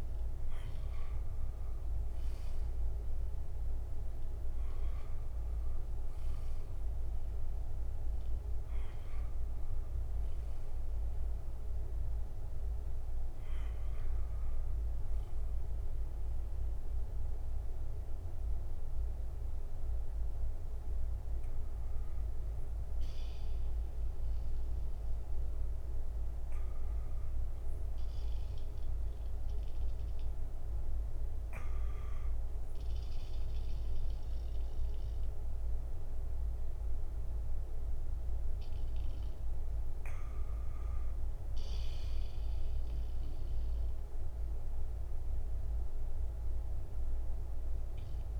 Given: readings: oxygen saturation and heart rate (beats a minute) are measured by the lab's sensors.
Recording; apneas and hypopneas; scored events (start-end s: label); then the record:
breathing in sleep, hard to hear, by a room microphone; 1
11.00-22.50 s: obstructive apnea (oxygen 97% before, 92% lowest, heart rate 59 before, 57 extreme, up 0 after)
24.50-28.50 s: arousal
From the record:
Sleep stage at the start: N1 (lightest sleep); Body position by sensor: on the back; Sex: male